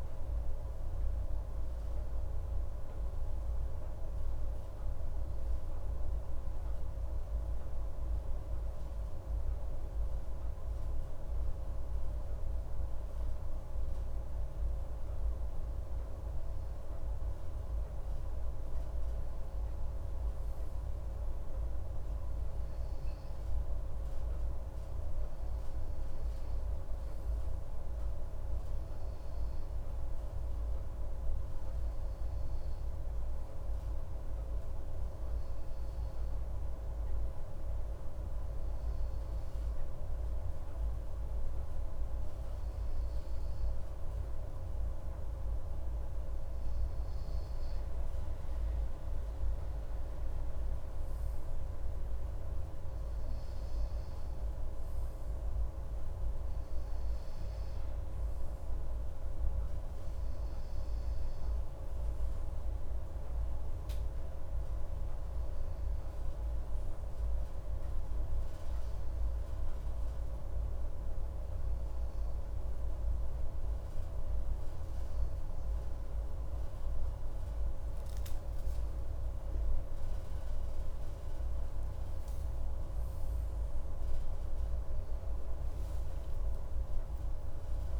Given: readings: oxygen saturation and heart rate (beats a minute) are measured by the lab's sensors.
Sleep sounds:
breathing in sleep, hard to hear, by a room microphone; none
84.00-88.00 s: arousal
From the record:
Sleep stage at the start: N2 (light sleep); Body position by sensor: on the left side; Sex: male

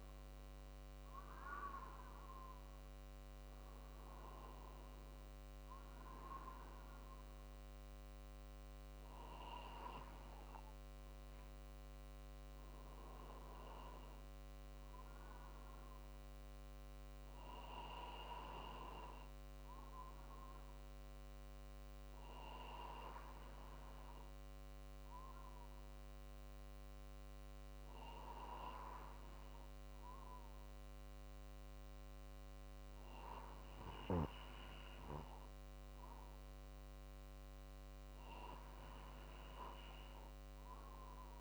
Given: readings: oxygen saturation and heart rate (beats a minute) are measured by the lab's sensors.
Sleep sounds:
breathing in sleep by a microphone on the trachea; none
0.00-3.50 s: drop in pulse transit time (device-marked, heart rate 51 extreme)
1.00-5.00 s: arousal
From the record:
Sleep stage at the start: N2 (light sleep); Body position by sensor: on the right side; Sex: male

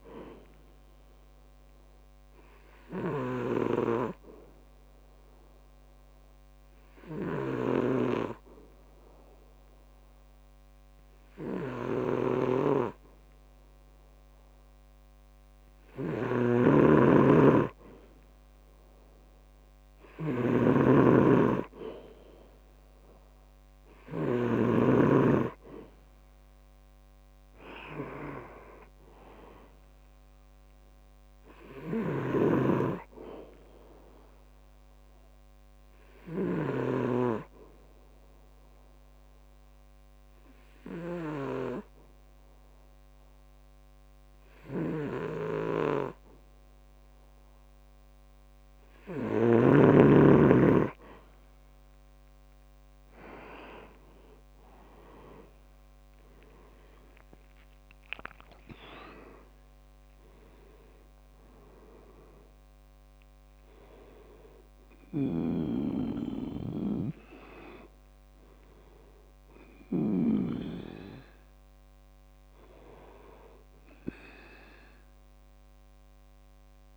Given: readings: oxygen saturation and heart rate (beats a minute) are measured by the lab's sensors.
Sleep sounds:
breathing in sleep by a microphone on the trachea; 2
5.00-17.00 s: hypopnea (oxygen 97% before, 91% lowest, heart rate 68 before, 65 extreme, up 4 after)
16.50-25.00 s: snoring (device-marked)
21.00-24.00 s: arousal
26.50-49.50 s: oxygen desaturation (device-marked, oxygen 96% before, 92% lowest, heart rate 68 before, 66 extreme)
32.50-37.50 s: snoring (device-marked)
37.00-50.50 s: obstructive apnea (oxygen 96% before, 91% lowest, heart rate 70 before, 67 extreme, up 7 after)
53.00-57.50 s: arousal
57.50-76.97 s: oxygen desaturation (device-marked, oxygen 97% before, 91% lowest, heart rate 69 before, 63 extreme)
65.50-70.50 s: snoring (device-marked)
From the record:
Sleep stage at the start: N2 (light sleep); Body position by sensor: on the back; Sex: male

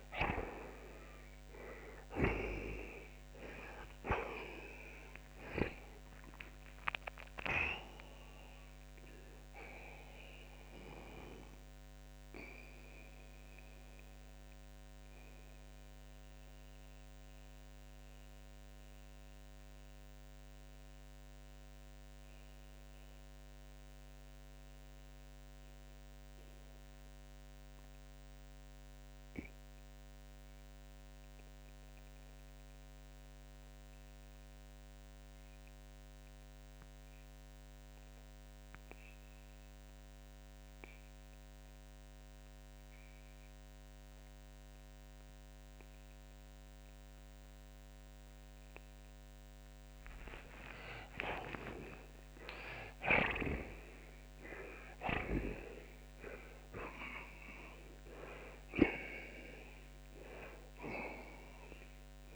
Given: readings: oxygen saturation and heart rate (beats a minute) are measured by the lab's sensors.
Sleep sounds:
breathing in sleep by a microphone on the trachea; 1
0.00-1.00 s: arousal
7.00-15.00 s: oxygen desaturation (device-marked, oxygen 94% before, 91% lowest)
12.50-49.00 s: mixed apnea (oxygen 95% before, 76% lowest)
29.00-61.00 s: oxygen desaturation (device-marked, oxygen 92% before, 81% lowest)
51.50-56.00 s: arousal
From the record:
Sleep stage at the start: REM sleep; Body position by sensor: on the back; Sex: male

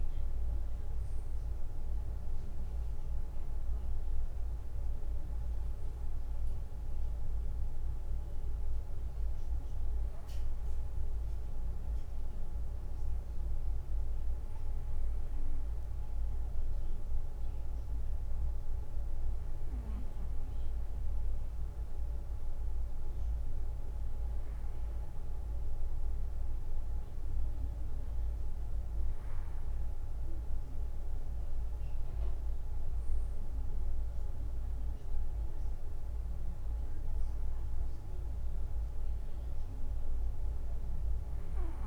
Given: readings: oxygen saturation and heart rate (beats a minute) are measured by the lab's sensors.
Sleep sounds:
breathing in sleep, hard to hear, by a room microphone; none
none scored
From the record:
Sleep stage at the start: N2 (light sleep); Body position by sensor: on the back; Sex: male

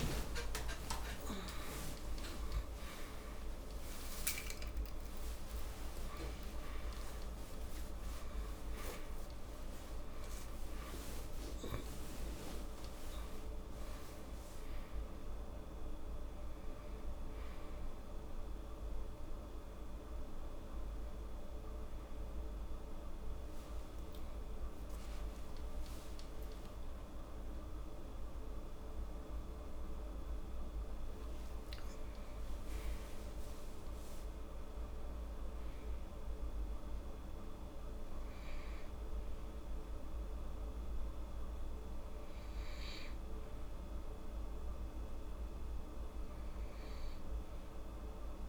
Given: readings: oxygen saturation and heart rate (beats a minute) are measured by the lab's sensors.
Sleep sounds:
a person awake in a sleep study, hard to hear, by a room microphone; none
1.00-31.00 s: new sleep stage, awake
31.00-48.49 s: new sleep stage, N2 (light sleep)
From the record:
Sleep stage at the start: N2 (light sleep); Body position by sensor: on the right side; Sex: female

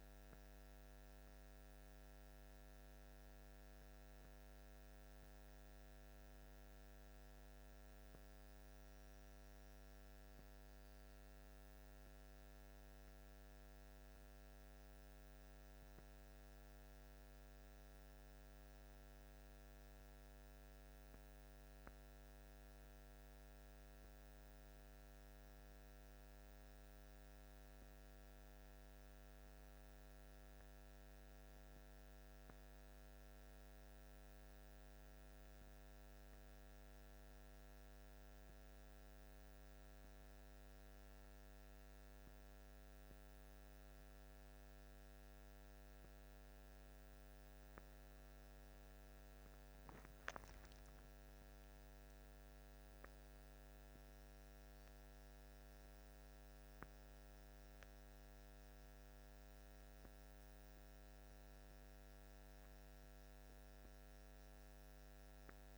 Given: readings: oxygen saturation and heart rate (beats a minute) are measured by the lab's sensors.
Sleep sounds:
a person awake in a sleep study, hard to hear, by a microphone on the trachea; none
none scored
From the record:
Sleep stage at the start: awake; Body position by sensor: on the back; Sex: male

